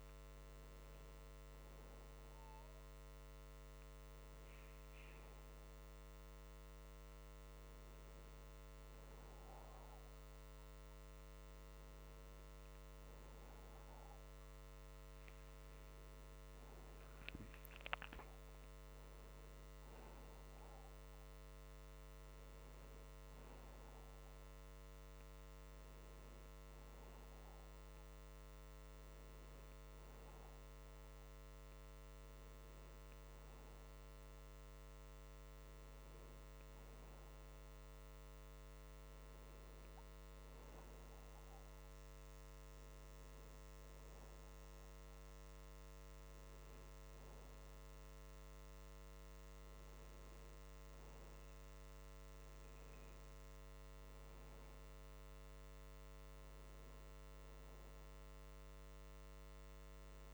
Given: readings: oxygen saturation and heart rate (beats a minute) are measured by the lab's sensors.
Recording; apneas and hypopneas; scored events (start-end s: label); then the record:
breathing in sleep, hard to hear, by a microphone on the trachea; none
none scored
From the record:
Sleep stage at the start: N1 (lightest sleep); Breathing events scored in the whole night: 114 in 3.4 hours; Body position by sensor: on the back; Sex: male